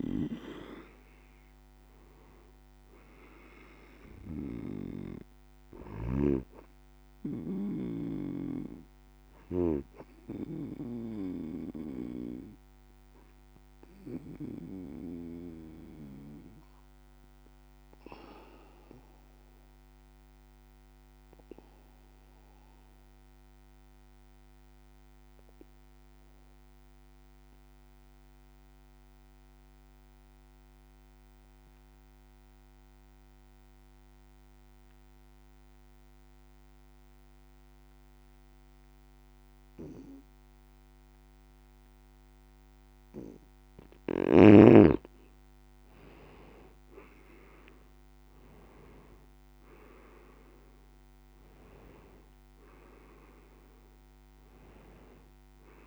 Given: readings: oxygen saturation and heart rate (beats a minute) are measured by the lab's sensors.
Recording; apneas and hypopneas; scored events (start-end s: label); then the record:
breathing in sleep by a microphone on the trachea; 1
0.00-5.50 s: oxygen desaturation (device-marked, oxygen 92% lowest, heart rate 49 extreme)
9.00-44.00 s: obstructive apnea (oxygen 98% before, 88% lowest, heart rate 57 before, 49 extreme, up 8 after)
10.50-27.50 s: oxygen desaturation (device-marked, oxygen 93% before, 89% lowest, heart rate 56 before, 50 extreme)
45.50-55.87 s: oxygen desaturation (device-marked, oxygen 98% before, 88% lowest, heart rate 52 before, 50 extreme)
46.50-51.00 s: arousal
From the record:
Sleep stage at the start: N2 (light sleep); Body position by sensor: on the back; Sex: male